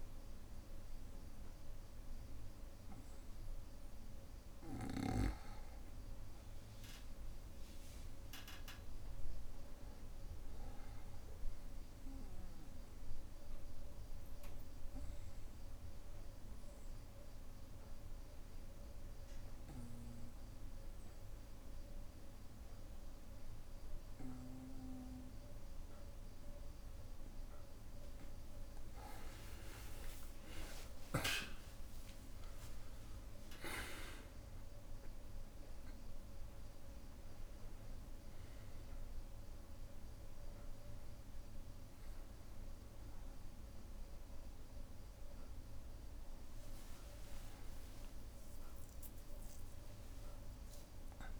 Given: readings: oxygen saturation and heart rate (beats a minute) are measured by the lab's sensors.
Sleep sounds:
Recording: a person partly awake in a sleep study, by a room microphone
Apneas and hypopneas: 1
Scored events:
0.00-10.50 s: oxygen desaturation (device-marked, oxygen 94% lowest, heart rate 59 extreme)
1.50-3.50 s: bradycardia (device-marked, heart rate 64 before, 60 extreme)
11.00-27.00 s: obstructive apnea (oxygen 98% before, 92% lowest, heart rate 61 before, 60 extreme, up 14 after)
31.50-51.40 s: oxygen desaturation (device-marked, oxygen 96% before, 92% lowest, heart rate 61 before, 61 extreme)
32.00-34.00 s: long interval between heartbeats (device-marked, heart rate 61 before, 72 extreme)
35.50-51.40 s: new sleep stage, awake
47.50-49.50 s: long interval between heartbeats (device-marked, heart rate 67 before, 88 extreme)
From the record:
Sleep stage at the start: N2 (light sleep)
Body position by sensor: on the back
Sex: male

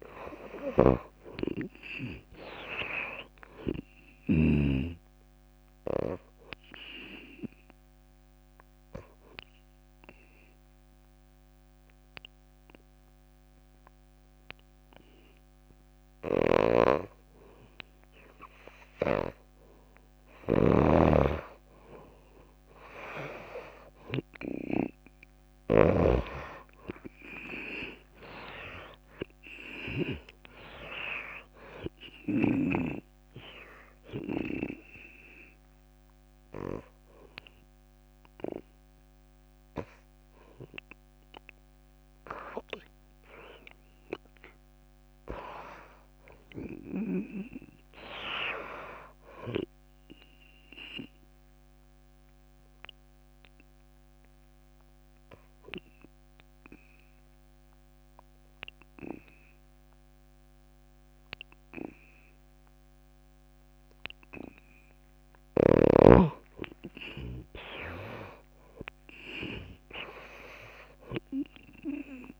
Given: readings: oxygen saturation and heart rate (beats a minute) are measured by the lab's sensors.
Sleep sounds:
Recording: breathing in sleep by a microphone on the trachea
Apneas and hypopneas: 3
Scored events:
0.00-5.00 s: snoring (device-marked)
0.00-5.50 s: oxygen desaturation (device-marked, oxygen 87% lowest)
6.00-18.00 s: obstructive apnea (oxygen 96% before, 85% lowest)
16.50-26.50 s: snoring (device-marked)
21.00-25.00 s: arousal
25.50-42.50 s: oxygen desaturation (device-marked, oxygen 95% before, 85% lowest)
33.50-44.50 s: obstructive apnea (oxygen 95% before, 87% lowest)
45.50-48.50 s: arousal
52.00-65.00 s: obstructive apnea (oxygen 97% before, 87% lowest)
66.50-70.00 s: arousal
69.50-72.40 s: oxygen desaturation (device-marked, oxygen 95% before, 87% lowest)
From the record:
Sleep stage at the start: N2 (light sleep)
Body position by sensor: on the back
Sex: female

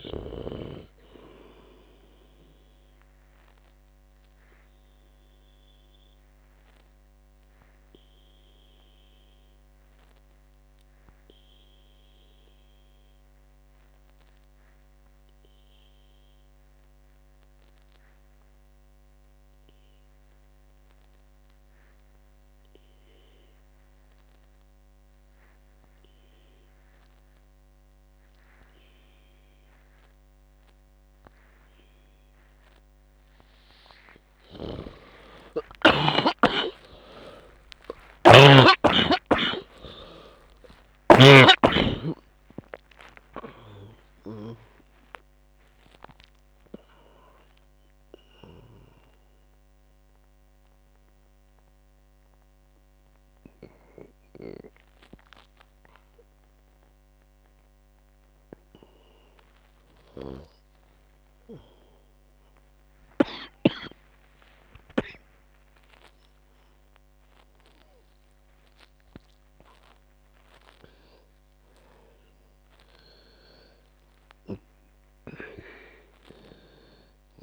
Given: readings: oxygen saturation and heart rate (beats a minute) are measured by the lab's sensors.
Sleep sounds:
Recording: a person partly awake in a sleep study, by a microphone on the trachea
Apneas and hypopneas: 1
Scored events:
0.00-1.00 s: snoring (device-marked)
0.00-19.50 s: oxygen desaturation (device-marked, oxygen 91% lowest, heart rate 53 extreme)
5.00-35.00 s: obstructive apnea (oxygen 99% before, 91% lowest)
35.00-42.00 s: snoring (device-marked)
35.50-46.50 s: oxygen desaturation (device-marked, oxygen 98% before, 94% lowest)
42.50-72.50 s: new sleep stage, awake
52.50-63.50 s: oxygen desaturation (device-marked, oxygen 96% before, 91% lowest, heart rate 114 before, 68 extreme)
60.50-64.00 s: snoring (device-marked)
72.50-77.43 s: new sleep stage, N2 (light sleep)
72.50-77.43 s: oxygen desaturation (device-marked, oxygen 100% before, 96% lowest, heart rate 80 before, 63 extreme)
From the record:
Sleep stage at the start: N2 (light sleep)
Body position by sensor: on the back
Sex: female

